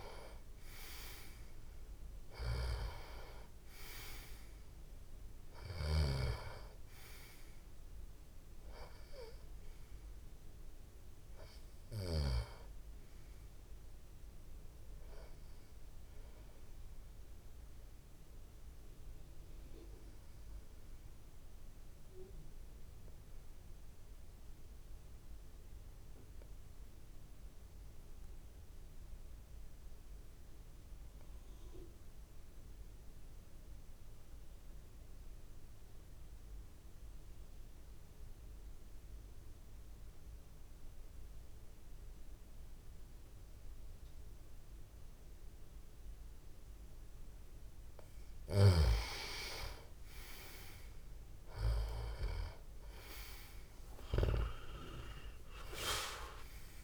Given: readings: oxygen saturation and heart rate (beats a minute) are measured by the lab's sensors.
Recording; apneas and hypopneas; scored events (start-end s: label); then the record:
breathing in sleep by a room microphone; 1
0.00-1.00 s: arousal
0.00-25.00 s: oxygen desaturation (device-marked, oxygen 89% lowest)
2.00-12.00 s: snoring (device-marked)
18.50-46.00 s: obstructive apnea (oxygen 97% before, 87% lowest)
40.00-56.84 s: oxygen desaturation (device-marked, oxygen 98% before, 87% lowest)
48.00-54.50 s: snoring (device-marked)
From the record:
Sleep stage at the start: N2 (light sleep); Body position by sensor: on the back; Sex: male